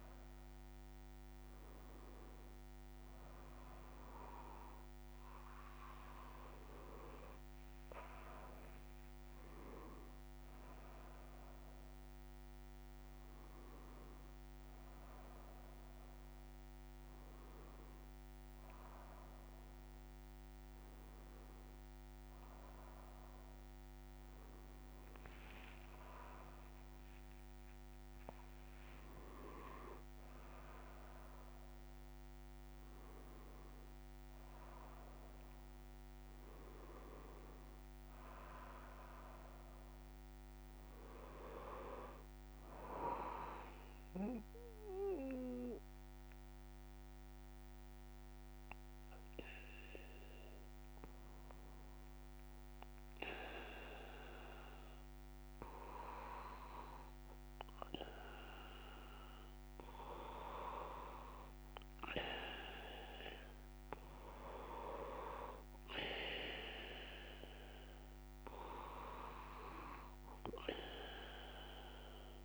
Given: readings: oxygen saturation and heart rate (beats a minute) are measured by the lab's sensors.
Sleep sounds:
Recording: breathing in sleep by a microphone on the trachea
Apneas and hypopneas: 1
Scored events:
44.00-60.00 s: hypopnea (oxygen 96% before, 91% lowest)
From the record:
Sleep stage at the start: N2 (light sleep)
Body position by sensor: on the back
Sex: male

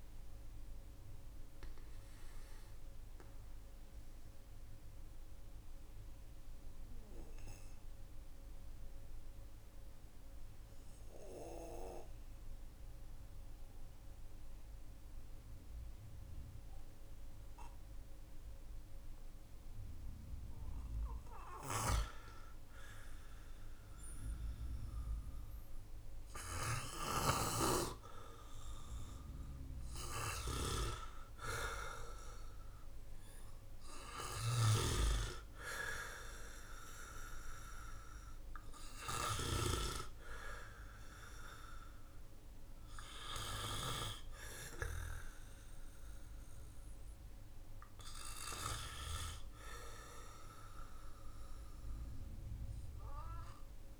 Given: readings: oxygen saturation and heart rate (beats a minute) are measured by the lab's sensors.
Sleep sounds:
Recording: breathing in sleep by a room microphone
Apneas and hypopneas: 1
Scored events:
3.50-19.00 s: obstructive apnea (oxygen 99% before, 92% lowest, heart rate 52 before, 42 extreme, up 10 after)
9.50-54.00 s: new sleep stage, REM sleep
22.50-27.00 s: arousal
22.50-54.00 s: oxygen desaturation (device-marked, oxygen 97% before, 92% lowest, heart rate 50 before, 43 extreme)
52.00-54.00 s: arousal
From the record:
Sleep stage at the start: N2 (light sleep)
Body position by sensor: on the back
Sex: male

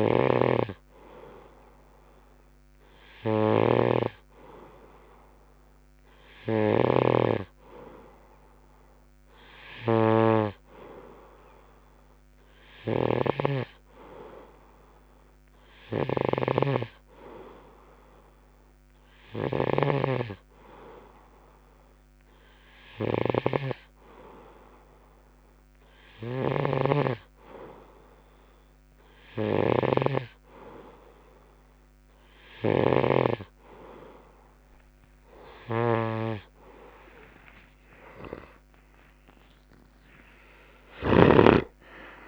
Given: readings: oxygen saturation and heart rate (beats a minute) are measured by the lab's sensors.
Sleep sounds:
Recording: breathing in sleep by a microphone on the trachea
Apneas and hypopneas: none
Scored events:
0.00-1.00 s: snoring (device-marked)
7.00-41.50 s: snoring (device-marked)
36.50-40.50 s: arousal
From the record:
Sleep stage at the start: N2 (light sleep)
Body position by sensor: on the right side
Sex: male

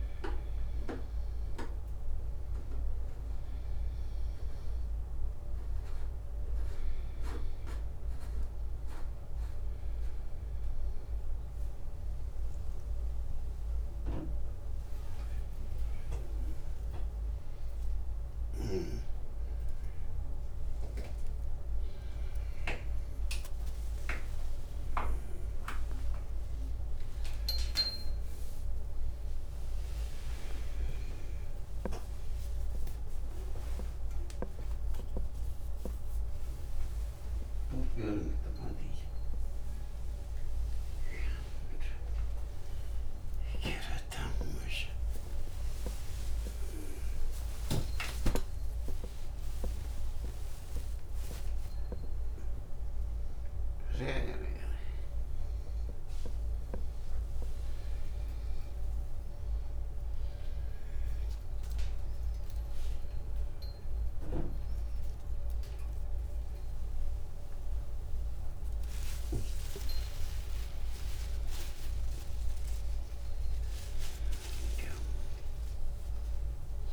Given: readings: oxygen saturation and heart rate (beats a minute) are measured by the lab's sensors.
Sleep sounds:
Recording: a person awake in a sleep study, by a room microphone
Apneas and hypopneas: none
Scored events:
none scored
From the record:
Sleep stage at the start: awake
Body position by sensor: upright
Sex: male

